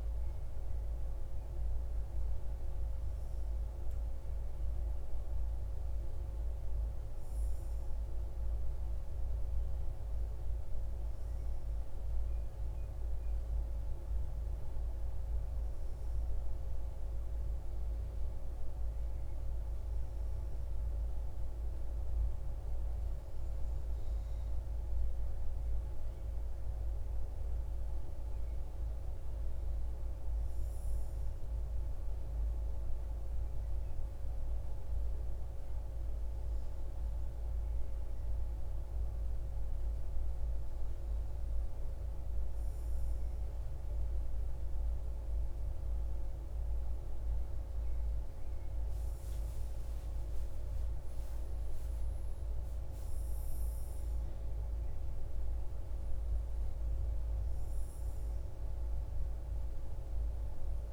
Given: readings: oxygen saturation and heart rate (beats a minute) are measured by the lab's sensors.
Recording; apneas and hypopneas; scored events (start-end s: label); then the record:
breathing in sleep, hard to hear, by a room microphone; none
none scored
From the record:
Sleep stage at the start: N1 (lightest sleep); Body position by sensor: on the front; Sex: male